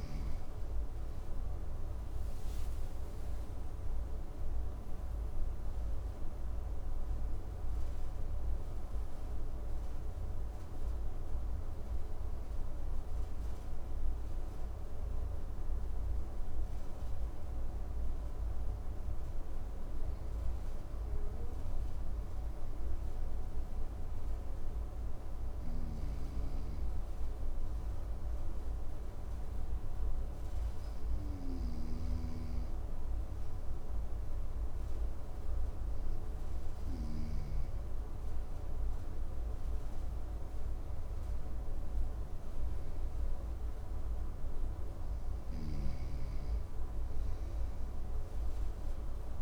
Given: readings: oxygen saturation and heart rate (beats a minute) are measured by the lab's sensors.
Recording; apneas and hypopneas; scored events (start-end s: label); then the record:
breathing in sleep, hard to hear, by a room microphone; 1
14.50-18.50 s: arousal
21.00-36.00 s: obstructive apnea (oxygen 96% before, 96% lowest, heart rate 65 before, 57 extreme, up 4 after)
25.00-31.50 s: snoring (device-marked)
38.50-42.00 s: arousal
From the record:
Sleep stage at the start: N2 (light sleep); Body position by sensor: on the right side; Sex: male